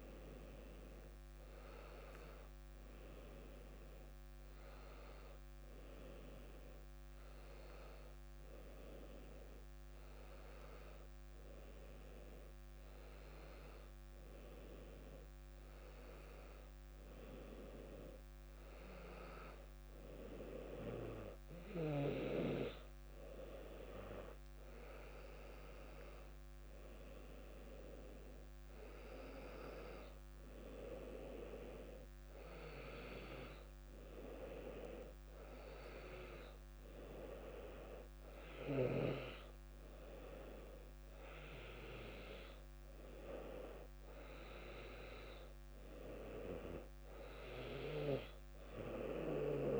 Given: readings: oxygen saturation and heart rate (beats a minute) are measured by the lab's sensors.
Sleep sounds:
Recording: breathing in sleep by a microphone on the trachea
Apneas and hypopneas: none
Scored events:
none scored
From the record:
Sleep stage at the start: N2 (light sleep)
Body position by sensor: on the back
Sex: female

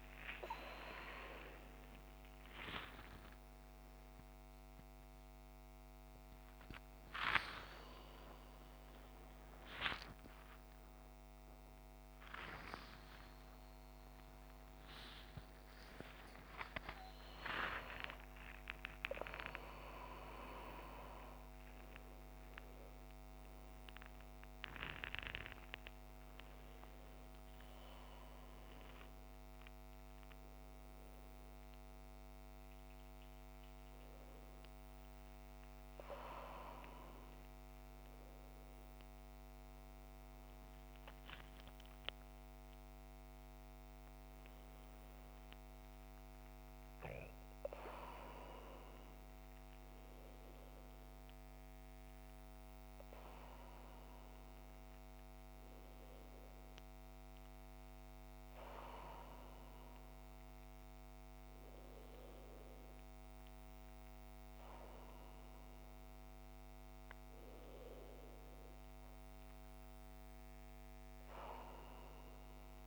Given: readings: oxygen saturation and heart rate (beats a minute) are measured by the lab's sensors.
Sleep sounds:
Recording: a person awake in a sleep study, by a microphone on the trachea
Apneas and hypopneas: none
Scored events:
none scored
From the record:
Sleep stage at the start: awake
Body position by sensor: upright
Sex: male

